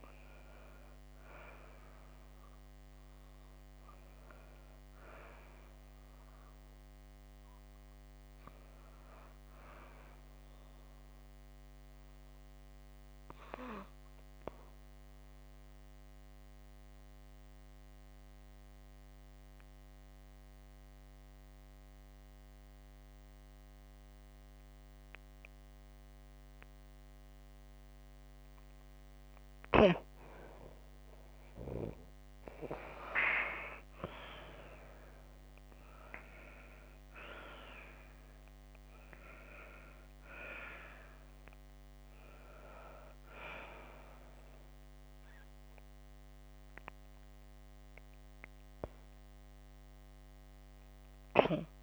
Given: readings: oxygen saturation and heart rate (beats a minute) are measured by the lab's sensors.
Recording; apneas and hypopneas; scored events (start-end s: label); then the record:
breathing in sleep by a microphone on the trachea; 1
0.00-13.00 s: oxygen desaturation (device-marked, oxygen 91% lowest, heart rate 52 extreme)
10.50-29.50 s: obstructive apnea (oxygen 96% before, 85% lowest, heart rate 58 before, 52 extreme, up 3 after)
19.00-33.00 s: oxygen desaturation (device-marked, oxygen 91% before, 85% lowest, heart rate 56 before, 52 extreme)
35.50-40.00 s: arousal
From the record:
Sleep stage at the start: N2 (light sleep); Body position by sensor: on the back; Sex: female